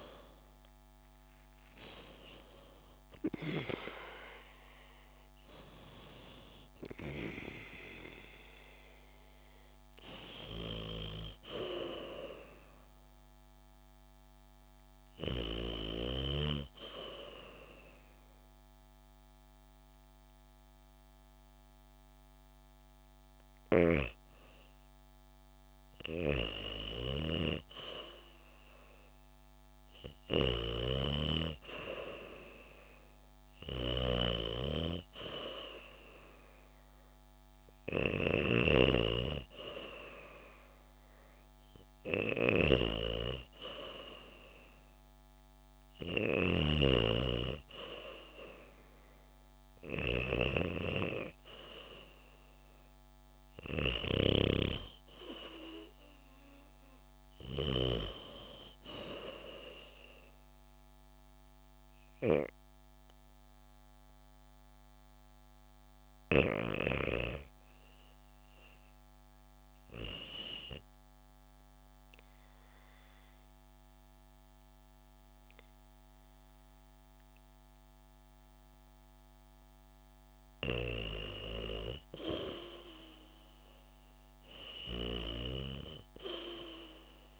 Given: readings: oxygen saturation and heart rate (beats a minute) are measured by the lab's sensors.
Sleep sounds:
breathing in sleep by a microphone on the trachea; 2
0.00-4.50 s: arousal
1.00-16.00 s: oxygen desaturation (device-marked, oxygen 96% before, 93% lowest, heart rate 71 before, 62 extreme)
16.50-27.50 s: hypopnea (oxygen 96% before, 94% lowest, heart rate 71 before, 68 extreme, up 2 after)
30.00-35.00 s: arousal
30.50-47.00 s: snoring (device-marked)
71.50-81.50 s: obstructive apnea (oxygen 96% before, 89% lowest, heart rate 71 before, 68 extreme, up 0 after)
82.00-87.40 s: oxygen desaturation (device-marked, oxygen 96% before, 92% lowest, heart rate 70 before, 68 extreme)
83.50-86.00 s: arousal
From the record:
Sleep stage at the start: REM sleep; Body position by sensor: on the back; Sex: female

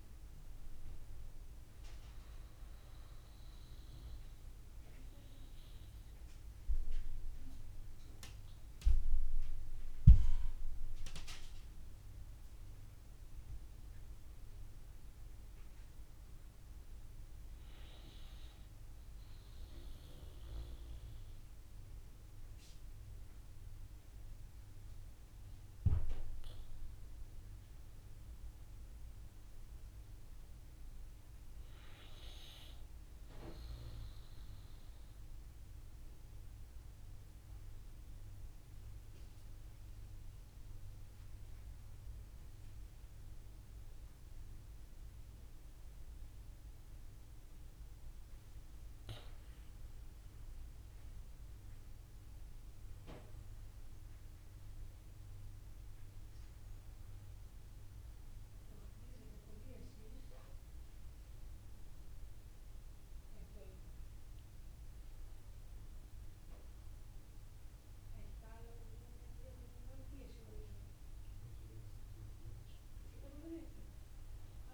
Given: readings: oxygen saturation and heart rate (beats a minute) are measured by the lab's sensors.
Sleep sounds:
breathing in sleep by a room microphone; 2
0.00-9.00 s: oxygen desaturation (device-marked, oxygen 89% lowest, heart rate 55 extreme)
15.50-26.50 s: obstructive apnea (oxygen 96% before, 86% lowest, heart rate 64 before, 55 extreme, up 11 after)
28.00-31.00 s: arousal
34.00-42.00 s: oxygen desaturation (device-marked, oxygen 95% before, 92% lowest, heart rate 61 before, 60 extreme)
34.50-47.50 s: obstructive apnea (oxygen 96% before, 86% lowest, heart rate 61 before, 60 extreme, up 12 after)
49.00-65.00 s: oxygen desaturation (device-marked, oxygen 94% before, 86% lowest, heart rate 62 before, 58 extreme)
49.50-53.00 s: arousal
From the record:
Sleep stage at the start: N2 (light sleep); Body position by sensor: on the back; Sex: male

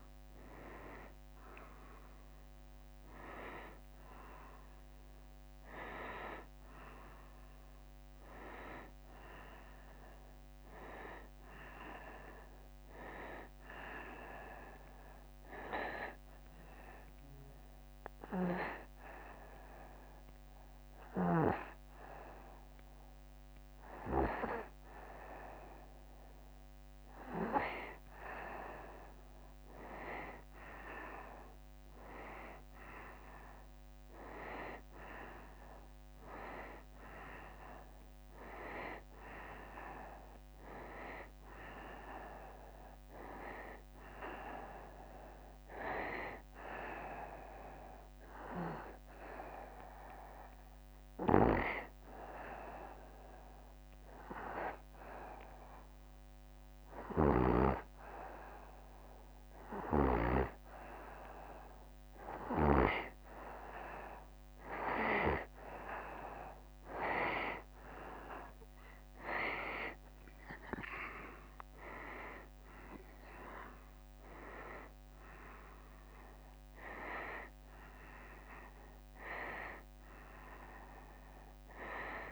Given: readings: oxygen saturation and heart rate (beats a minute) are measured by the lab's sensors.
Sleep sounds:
breathing in sleep by a microphone on the trachea; 2
6.50-10.50 s: arousal
16.00-27.50 s: hypopnea (oxygen 95% before, 92% lowest, heart rate 77 before, 73 extreme, up 0 after)
32.00-36.00 s: arousal
46.50-57.50 s: hypopnea (oxygen 94% before, 92% lowest, heart rate 76 before, 72 extreme, up 0 after)
51.00-60.50 s: snoring (device-marked)
60.00-63.50 s: arousal
From the record:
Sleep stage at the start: N2 (light sleep); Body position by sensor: on the right side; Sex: male

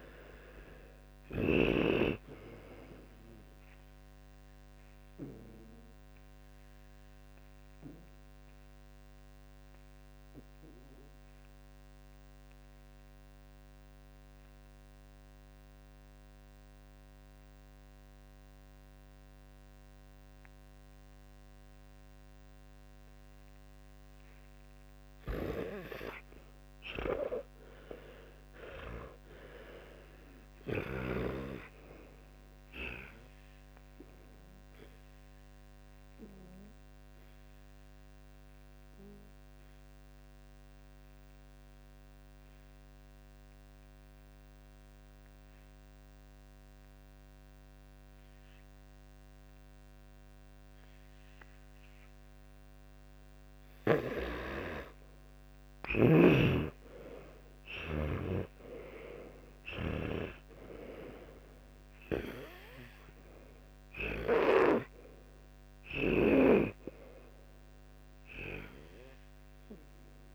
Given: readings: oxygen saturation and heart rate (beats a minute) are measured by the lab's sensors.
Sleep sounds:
breathing in sleep by a microphone on the trachea; 2
0.00-1.50 s: arousal
0.00-2.50 s: oxygen desaturation (device-marked, oxygen 88% lowest, heart rate 58 extreme)
10.00-25.50 s: obstructive apnea (oxygen 97% before, 90% lowest, heart rate 65 before, 57 extreme, up 14 after)
28.50-32.00 s: arousal
37.00-53.50 s: obstructive apnea (oxygen 97% before, 90% lowest, heart rate 66 before, 49 extreme, up 40 after)
55.50-60.00 s: snoring (device-marked)
57.50-61.00 s: arousal
From the record:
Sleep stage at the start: N2 (light sleep); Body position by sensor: on the back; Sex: male

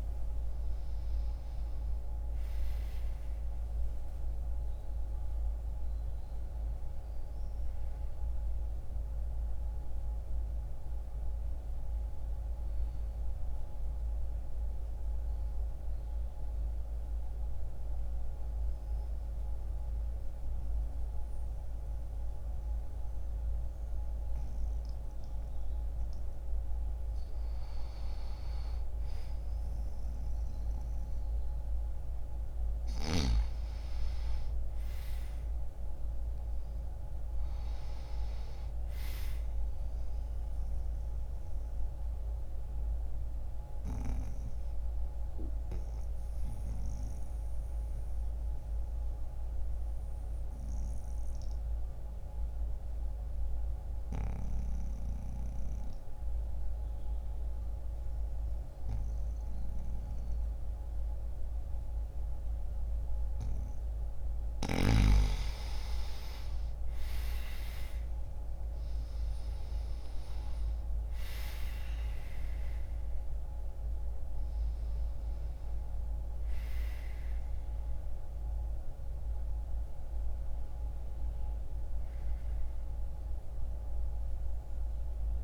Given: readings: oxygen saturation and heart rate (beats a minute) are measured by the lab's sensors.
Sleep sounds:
a person partly awake in a sleep study, hard to hear, by a room microphone; 2
4.50-14.50 s: oxygen desaturation (device-marked, oxygen 99% before, 94% lowest, heart rate 116 before, 62 extreme)
12.50-42.50 s: new sleep stage, N1 (lightest sleep)
14.00-26.00 s: central apnea (oxygen 100% before, 86% lowest, heart rate 95 before, 62 extreme, up 3 after)
29.00-33.00 s: arousal
34.50-52.50 s: oxygen desaturation (device-marked, oxygen 97% before, 91% lowest, heart rate 66 before, 63 extreme)
42.50-85.44 s: new sleep stage, N2 (light sleep)
43.00-64.00 s: mixed apnea (oxygen 97% before, 86% lowest, heart rate 65 before, 63 extreme, up 2 after)
65.50-69.50 s: arousal
69.50-85.44 s: oxygen desaturation (device-marked, oxygen 95% before, 86% lowest, heart rate 65 before, 63 extreme)
From the record:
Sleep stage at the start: awake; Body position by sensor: on the back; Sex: male

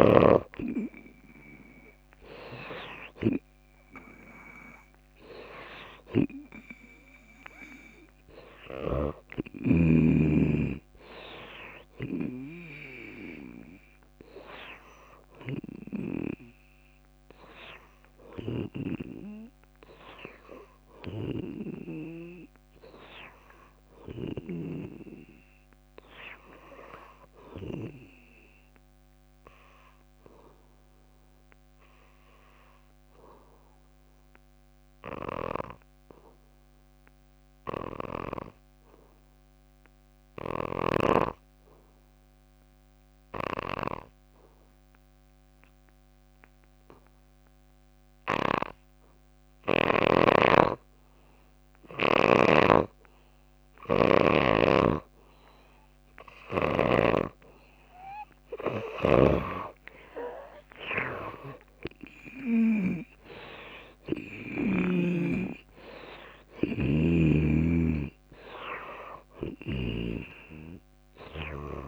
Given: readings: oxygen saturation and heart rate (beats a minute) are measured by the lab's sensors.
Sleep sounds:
breathing in sleep by a microphone on the trachea; 1
0.00-23.00 s: oxygen desaturation (device-marked, oxygen 79% lowest, heart rate 57 extreme)
6.00-10.00 s: snoring (device-marked)
12.00-16.50 s: snoring (device-marked)
21.00-24.50 s: snoring (device-marked)
24.50-28.00 s: arousal
30.50-50.00 s: obstructive apnea (oxygen 97% before, 73% lowest, heart rate 64 before, 60 extreme, up 8 after)
44.00-71.88 s: oxygen desaturation (device-marked, oxygen 96% before, 73% lowest, heart rate 62 before, 57 extreme)
54.50-59.00 s: arousal
57.00-63.00 s: snoring (device-marked)
60.00-62.00 s: long interval between heartbeats (device-marked, heart rate 69 before, 82 extreme)
From the record:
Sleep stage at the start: N2 (light sleep); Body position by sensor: on the back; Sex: female

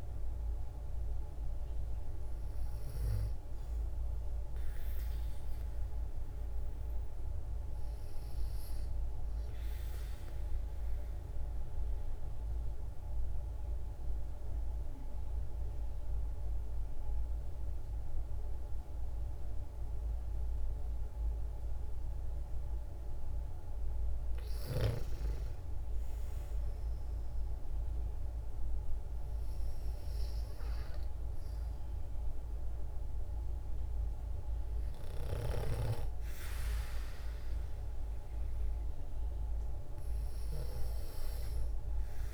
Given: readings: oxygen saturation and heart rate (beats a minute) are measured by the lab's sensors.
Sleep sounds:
breathing in sleep, hard to hear, by a room microphone; 1
10.00-23.00 s: obstructive apnea (oxygen 94% before, 91% lowest, heart rate 60 before, 55 extreme, up 3 after)
28.50-32.50 s: arousal
28.50-42.34 s: oxygen desaturation (device-marked, oxygen 97% before, 91% lowest, heart rate 58 before, 55 extreme)
From the record:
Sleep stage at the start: N2 (light sleep); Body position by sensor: on the back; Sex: female

